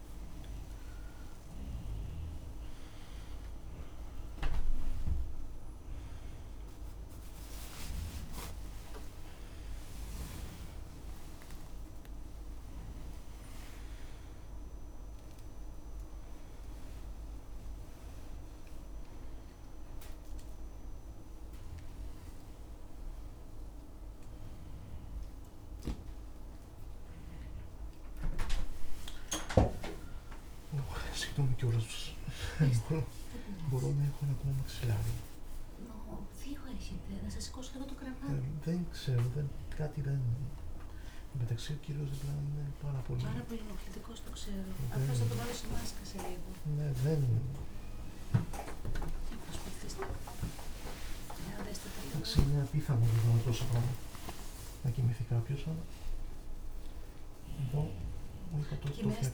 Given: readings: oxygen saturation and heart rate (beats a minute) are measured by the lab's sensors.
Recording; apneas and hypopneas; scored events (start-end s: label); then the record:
a person awake in a sleep study, by a room microphone; none
0.00-7.00 s: tachycardia (device-marked, heart rate 69 before, 114 extreme)
15.00-22.00 s: tachycardia (device-marked, heart rate 71 before, 117 extreme)
19.00-21.00 s: long interval between heartbeats (device-marked, heart rate 104 before, 117 extreme)
50.50-52.50 s: long interval between heartbeats (device-marked, heart rate 92 before, 99 extreme)
51.00-53.00 s: tachycardia (device-marked, heart rate 72 before, 100 extreme)
From the record:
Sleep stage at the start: awake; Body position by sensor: on the back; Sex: male